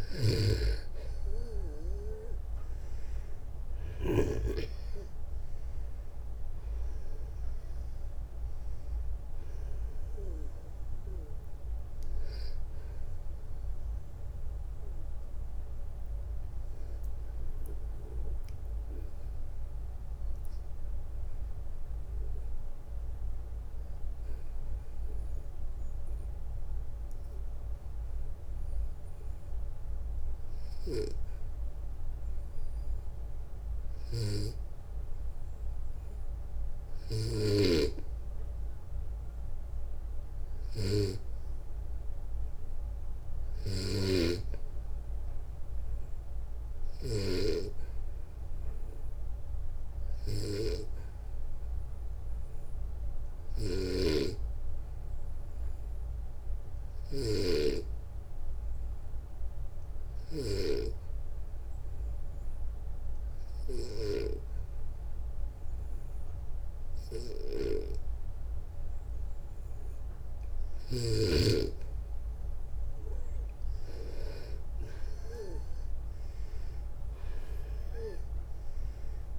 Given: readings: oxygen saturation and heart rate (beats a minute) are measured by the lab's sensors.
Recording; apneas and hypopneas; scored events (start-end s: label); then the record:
breathing in sleep by a room microphone; 2
0.00-3.50 s: snoring (device-marked)
0.00-14.00 s: oxygen desaturation (device-marked, oxygen 91% lowest, heart rate 60 extreme)
2.00-6.00 s: arousal
19.00-34.50 s: obstructive apnea (oxygen 95% before, 90% lowest, heart rate 66 before, 59 extreme, up 2 after)
38.00-40.50 s: arousal
43.00-47.00 s: snoring (device-marked)
52.50-68.50 s: obstructive apnea (oxygen 98% before, 89% lowest, heart rate 61 before, 58 extreme, up 5 after)
53.00-60.00 s: snoring (device-marked)
76.00-79.39 s: arousal
From the record:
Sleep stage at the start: N2 (light sleep); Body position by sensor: on the back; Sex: male